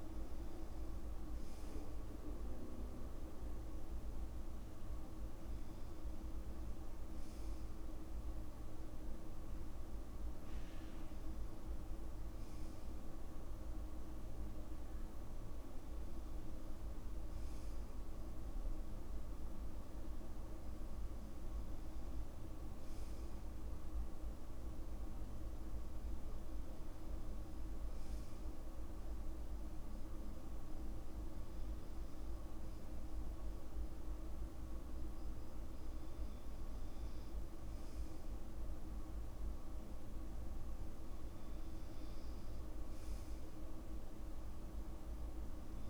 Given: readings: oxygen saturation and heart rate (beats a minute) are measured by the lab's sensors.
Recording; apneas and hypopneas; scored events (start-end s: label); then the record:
breathing in sleep, hard to hear, by a room microphone; none
none scored
From the record:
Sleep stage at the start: N2 (light sleep); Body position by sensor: on the back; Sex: male